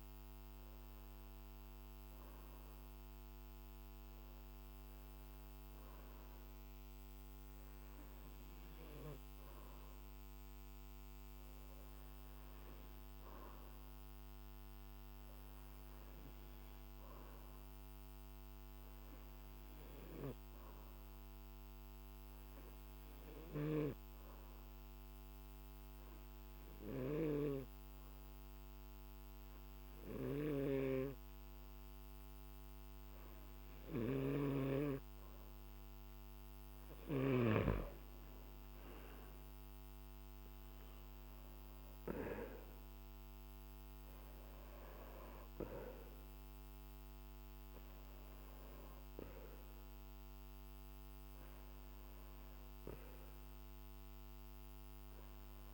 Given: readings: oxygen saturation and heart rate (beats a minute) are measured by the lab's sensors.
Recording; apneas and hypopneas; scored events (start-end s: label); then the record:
breathing in sleep by a microphone on the trachea; 1
7.50-35.50 s: hypopnea (oxygen 96% before, 93% lowest, heart rate 51 before, 48 extreme, up 6 after)
39.50-43.00 s: arousal
From the record:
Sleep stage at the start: N2 (light sleep); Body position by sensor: on the back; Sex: male